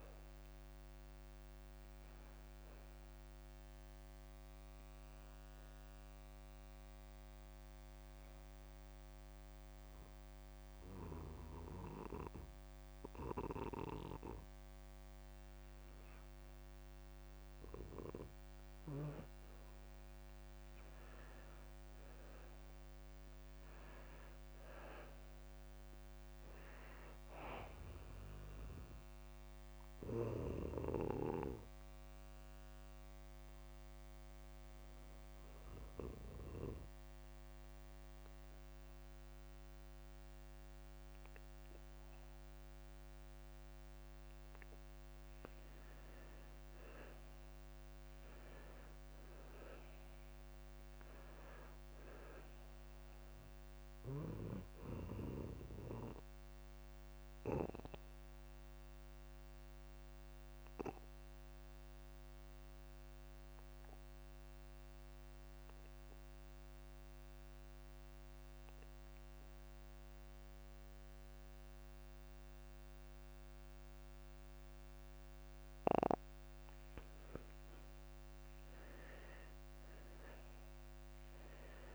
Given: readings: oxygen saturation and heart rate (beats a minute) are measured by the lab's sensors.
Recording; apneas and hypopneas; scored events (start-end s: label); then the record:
breathing in sleep by a microphone on the trachea; 3
0.00-1.50 s: arousal
4.00-17.00 s: obstructive apnea (oxygen 99% before, 90% lowest)
20.00-23.00 s: arousal
25.50-45.50 s: oxygen desaturation (device-marked, oxygen 98% before, 91% lowest)
31.00-47.00 s: obstructive apnea (oxygen 99% before, 86% lowest)
49.00-52.00 s: arousal
53.50-70.50 s: oxygen desaturation (device-marked, oxygen 96% before, 90% lowest)
58.00-76.00 s: obstructive apnea (oxygen 96% before, 86% lowest)
78.50-81.95 s: oxygen desaturation (device-marked, oxygen 96% before, 86% lowest)
80.00-81.95 s: arousal
From the record:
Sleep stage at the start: N2 (light sleep); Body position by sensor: on the back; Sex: male